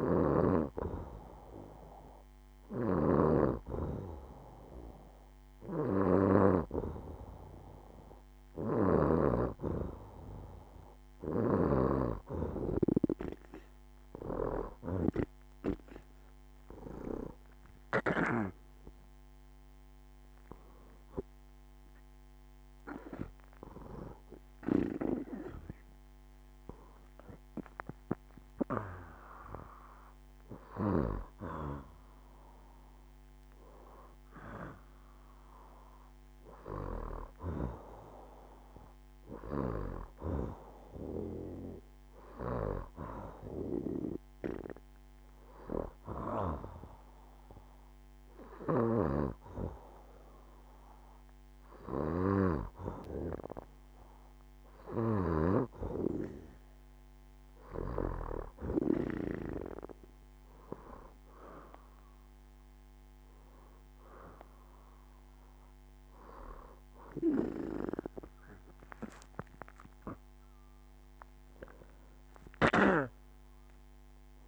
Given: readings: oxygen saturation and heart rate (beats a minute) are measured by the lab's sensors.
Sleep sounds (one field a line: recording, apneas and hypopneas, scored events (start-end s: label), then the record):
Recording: breathing in sleep by a microphone on the trachea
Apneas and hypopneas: 1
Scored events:
23.50-28.00 s: arousal
44.50-55.00 s: hypopnea (oxygen 92% before, 88% lowest, heart rate 77 before, 74 extreme, up 6 after)
57.50-61.50 s: arousal
From the record:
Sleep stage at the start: N2 (light sleep)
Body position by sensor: on the back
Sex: female